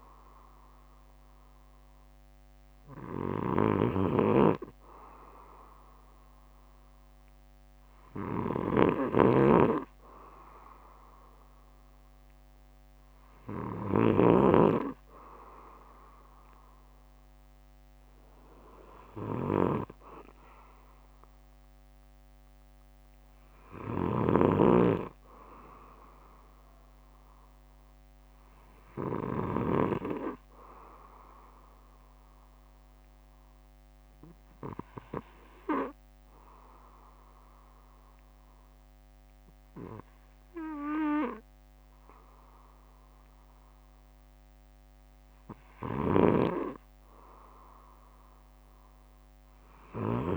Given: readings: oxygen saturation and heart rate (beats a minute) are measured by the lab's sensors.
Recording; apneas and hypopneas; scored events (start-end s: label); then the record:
breathing in sleep by a microphone on the trachea; 1
0.00-7.50 s: bradycardia (device-marked, heart rate 57 extreme)
3.50-14.50 s: snoring (device-marked)
8.50-10.50 s: bradycardia (device-marked, heart rate 60 before, 58 extreme)
13.50-15.50 s: bradycardia (device-marked, heart rate 60 before, 60 extreme)
22.00-26.00 s: arousal
30.50-50.37 s: bradycardia (device-marked, heart rate 60 before, 55 extreme)
32.50-44.50 s: obstructive apnea (oxygen 96% before, 93% lowest, heart rate 61 before, 58 extreme, up 1 after)
46.00-50.37 s: snoring (device-marked)
48.00-50.37 s: arousal
From the record:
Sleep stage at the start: N2 (light sleep); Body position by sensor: on the back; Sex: male